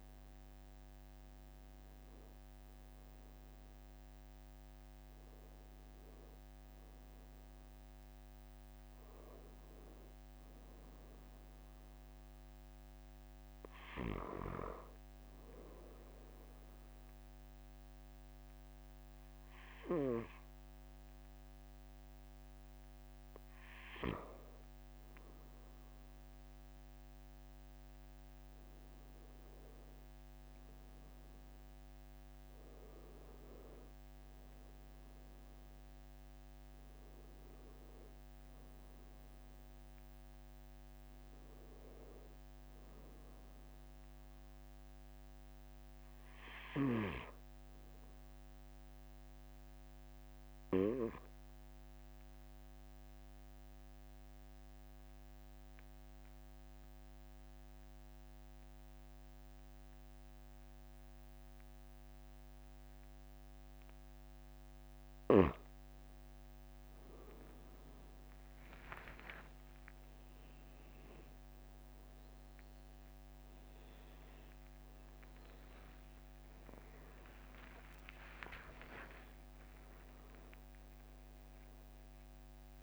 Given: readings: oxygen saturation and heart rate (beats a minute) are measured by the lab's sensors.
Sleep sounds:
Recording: breathing in sleep by a microphone on the trachea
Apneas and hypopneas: 1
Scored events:
41.00-71.00 s: new sleep stage, N2 (light sleep)
48.00-64.50 s: obstructive apnea (oxygen 96% before, 93% lowest, heart rate 45 before, 44 extreme, up 5 after)
71.00-82.82 s: new sleep stage, N1 (lightest sleep)
72.50-78.50 s: arousal
78.00-80.00 s: long interval between heartbeats (device-marked, heart rate 47 before, 70 extreme)
From the record:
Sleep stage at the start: N1 (lightest sleep)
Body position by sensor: on the back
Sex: male

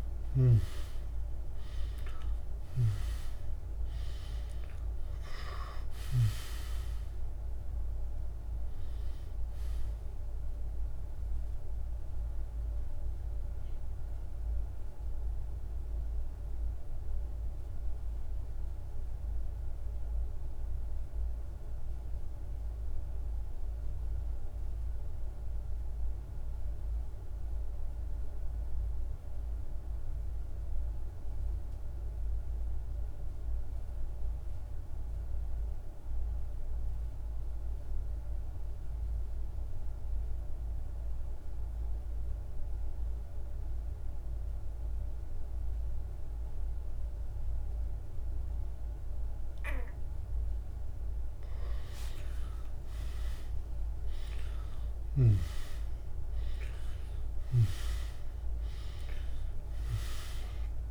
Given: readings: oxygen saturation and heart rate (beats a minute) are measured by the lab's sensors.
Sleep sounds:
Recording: breathing in sleep by a room microphone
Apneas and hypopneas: 1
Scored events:
0.00-1.50 s: arousal
0.00-27.50 s: oxygen desaturation (device-marked, oxygen 87% lowest, heart rate 48 extreme)
1.50-5.50 s: snoring (device-marked)
13.00-50.00 s: mixed apnea (oxygen 98% before, 85% lowest, heart rate 54 before, 49 extreme, up 8 after)
39.50-60.91 s: oxygen desaturation (device-marked, oxygen 100% before, 85% lowest, heart rate 50 before, 48 extreme)
51.00-56.50 s: arousal
56.50-60.91 s: snoring (device-marked)
From the record:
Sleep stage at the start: N2 (light sleep)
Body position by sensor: on the back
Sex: male

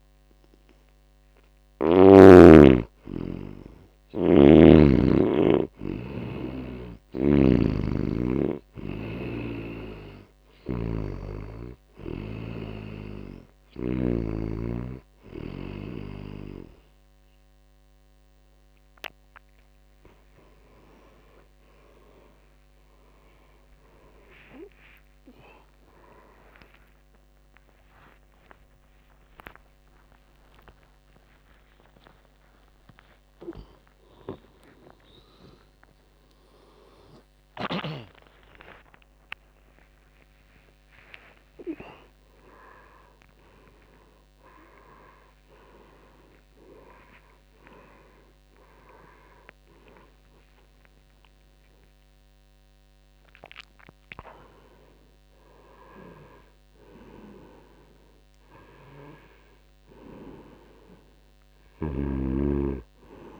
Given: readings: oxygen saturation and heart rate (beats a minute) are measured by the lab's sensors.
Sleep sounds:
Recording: a person partly awake in a sleep study, by a microphone on the trachea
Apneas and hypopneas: none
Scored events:
0.00-2.00 s: snoring (device-marked)
0.50-22.50 s: oxygen desaturation (device-marked, oxygen 95% before, 87% lowest)
9.00-12.50 s: snoring (device-marked)
24.50-26.50 s: long interval between heartbeats (device-marked)
25.50-55.50 s: new sleep stage, awake
30.50-32.50 s: long interval between heartbeats (device-marked)
34.00-36.00 s: long interval between heartbeats (device-marked)
36.00-38.00 s: long interval between heartbeats (device-marked, heart rate 43 before, 128 extreme)
38.00-40.00 s: long interval between heartbeats (device-marked, heart rate 55 before, 115 extreme)
55.50-63.40 s: new sleep stage, N1 (lightest sleep)
61.50-63.40 s: snoring (device-marked)
From the record:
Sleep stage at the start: N2 (light sleep)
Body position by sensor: on the right side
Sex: male

